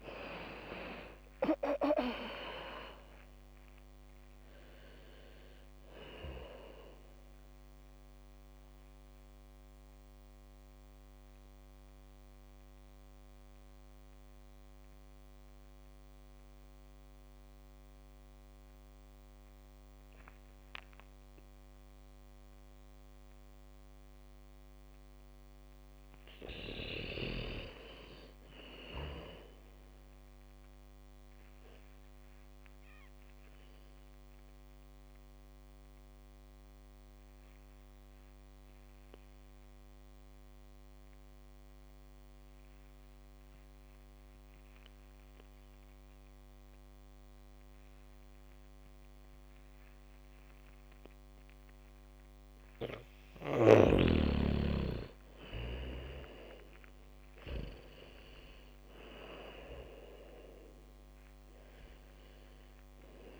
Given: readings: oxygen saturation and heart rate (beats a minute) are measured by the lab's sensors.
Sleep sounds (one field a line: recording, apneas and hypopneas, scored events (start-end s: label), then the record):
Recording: breathing in sleep by a microphone on the trachea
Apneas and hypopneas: 2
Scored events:
0.00-2.50 s: arousal
0.00-21.00 s: oxygen desaturation (device-marked, oxygen 72% lowest, heart rate 57 extreme)
9.50-27.00 s: obstructive apnea (oxygen 97% before, 72% lowest, heart rate 66 before, 71 extreme, up 1 after)
29.50-32.50 s: arousal
34.00-44.00 s: oxygen desaturation (device-marked, oxygen 100% before, 87% lowest, heart rate 78 before, 56 extreme)
35.00-52.50 s: obstructive apnea (oxygen 100% before, 79% lowest, heart rate 77 before, 56 extreme, up 5 after)
54.00-63.40 s: oxygen desaturation (device-marked, oxygen 98% before, 79% lowest, heart rate 76 before, 66 extreme)
54.50-59.00 s: arousal
From the record:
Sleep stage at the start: N2 (light sleep)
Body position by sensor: on the back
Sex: female